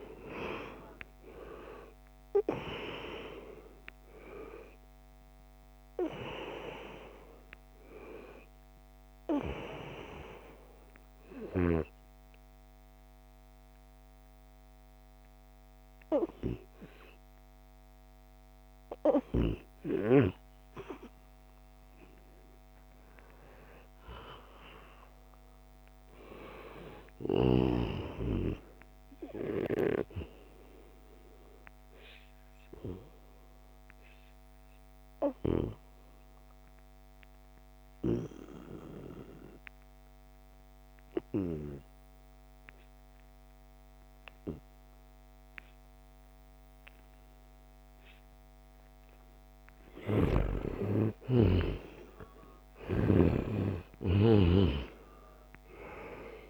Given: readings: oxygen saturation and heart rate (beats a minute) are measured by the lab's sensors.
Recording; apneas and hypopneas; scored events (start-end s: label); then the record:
breathing in sleep by a microphone on the trachea; 2
0.00-1.50 s: long interval between heartbeats (device-marked, heart rate 85 extreme)
0.00-17.50 s: oxygen desaturation (device-marked, oxygen 88% lowest, heart rate 69 extreme)
9.00-20.00 s: obstructive apnea (oxygen 97% before, 88% lowest, heart rate 79 before, 74 extreme, up 1 after)
22.50-26.00 s: arousal
30.50-48.50 s: obstructive apnea (oxygen 98% before, 89% lowest, heart rate 79 before, 72 extreme, up 0 after)
47.50-56.50 s: oxygen desaturation (device-marked, oxygen 97% before, 89% lowest, heart rate 77 before, 71 extreme)
50.50-55.00 s: arousal
From the record:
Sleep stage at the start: N2 (light sleep); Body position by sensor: on the back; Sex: male